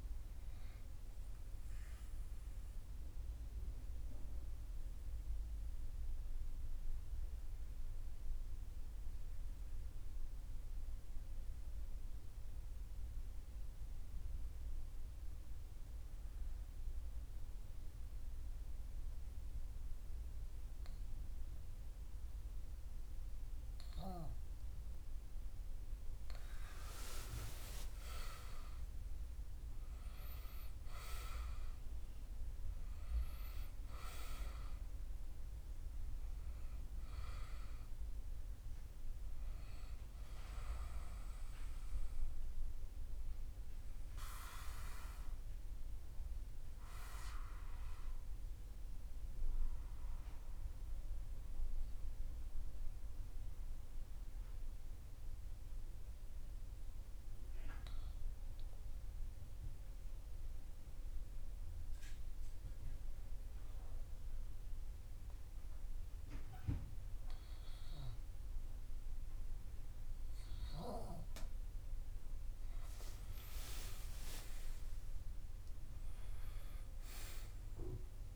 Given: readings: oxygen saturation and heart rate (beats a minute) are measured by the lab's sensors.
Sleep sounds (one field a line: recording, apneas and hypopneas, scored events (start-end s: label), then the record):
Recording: breathing in sleep by a room microphone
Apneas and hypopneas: 2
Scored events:
2.50-25.00 s: obstructive apnea (oxygen 98% before, 94% lowest)
26.00-30.00 s: arousal
33.00-59.00 s: oxygen desaturation (device-marked, oxygen 98% before, 94% lowest)
43.00-71.00 s: obstructive apnea (oxygen 98% before, 93% lowest)
72.50-75.50 s: arousal
73.00-78.36 s: oxygen desaturation (device-marked, oxygen 98% before, 93% lowest)
78.00-78.36 s: new sleep stage, N1 (lightest sleep)
From the record:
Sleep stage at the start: N2 (light sleep)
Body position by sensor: on the back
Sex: male